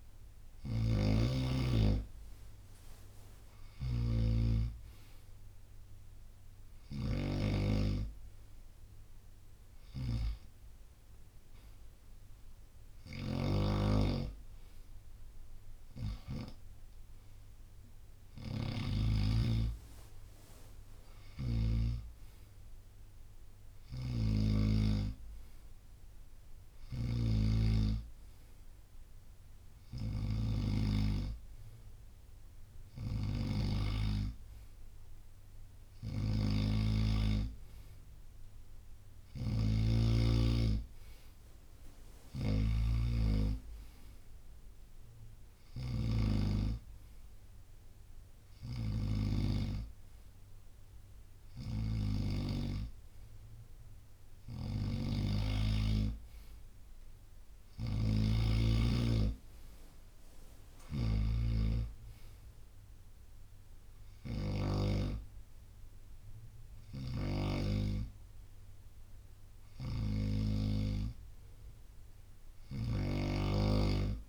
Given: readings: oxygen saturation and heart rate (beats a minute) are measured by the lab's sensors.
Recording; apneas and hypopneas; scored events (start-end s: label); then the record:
breathing in sleep by a room microphone; none
0.00-21.50 s: snoring (device-marked)
23.50-33.50 s: snoring (device-marked)
35.50-61.00 s: snoring (device-marked)
69.50-73.50 s: snoring (device-marked)
From the record:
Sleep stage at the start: N2 (light sleep); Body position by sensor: on the right side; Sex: male